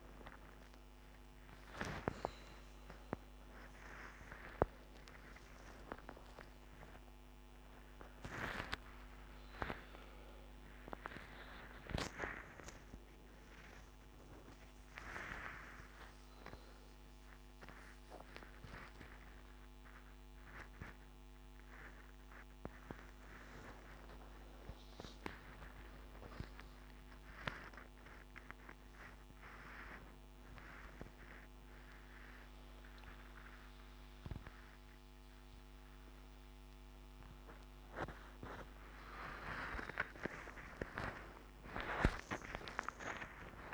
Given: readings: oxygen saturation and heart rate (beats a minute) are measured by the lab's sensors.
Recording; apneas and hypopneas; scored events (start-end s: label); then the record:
a person awake in a sleep study, by a microphone on the trachea; none
none scored
From the record:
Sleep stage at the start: awake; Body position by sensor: on the right side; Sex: male